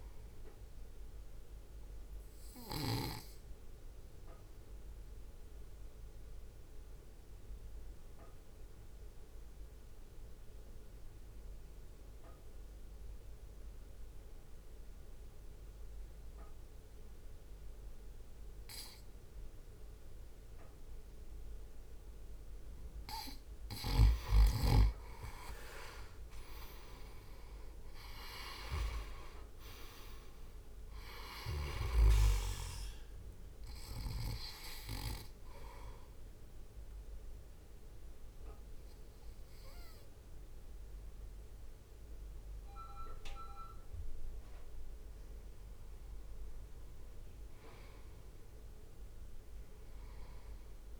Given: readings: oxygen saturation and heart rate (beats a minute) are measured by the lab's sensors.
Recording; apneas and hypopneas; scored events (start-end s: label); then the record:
breathing in sleep by a room microphone; 2
0.00-5.50 s: drop in pulse transit time (device-marked, heart rate 53 extreme)
0.00-7.50 s: oxygen desaturation (device-marked, oxygen 92% lowest, heart rate 52 extreme)
0.50-21.50 s: obstructive apnea (oxygen 97% before, 89% lowest, heart rate 57 before, 53 extreme, up 4 after)
25.50-36.50 s: drop in pulse transit time (device-marked, heart rate 59 before, 53 extreme)
26.50-29.50 s: arousal
35.50-46.50 s: obstructive apnea (oxygen 96% before, 89% lowest, heart rate 59 before, 53 extreme, up 13 after)
42.50-51.00 s: oxygen desaturation (device-marked, oxygen 95% before, 89% lowest, heart rate 57 before, 53 extreme)
47.50-51.00 s: drop in pulse transit time (device-marked, heart rate 56 before, 61 extreme)
48.00-50.50 s: arousal
From the record:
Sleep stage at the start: N2 (light sleep); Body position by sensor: on the right side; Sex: male